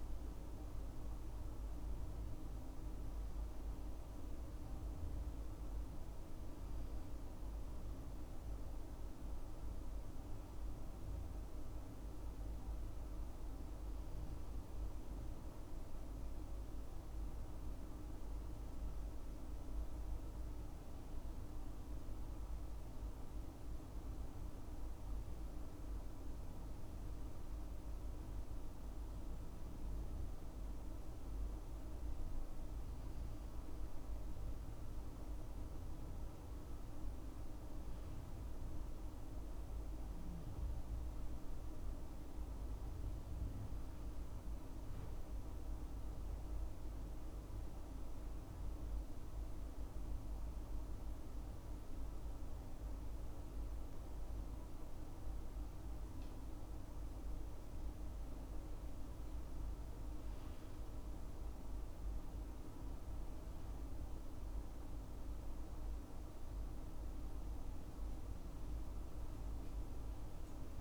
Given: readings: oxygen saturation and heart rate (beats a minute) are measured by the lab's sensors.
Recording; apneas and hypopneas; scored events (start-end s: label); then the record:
breathing in sleep, hard to hear, by a room microphone; none
none scored
From the record:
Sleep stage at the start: N2 (light sleep); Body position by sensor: on the left side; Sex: male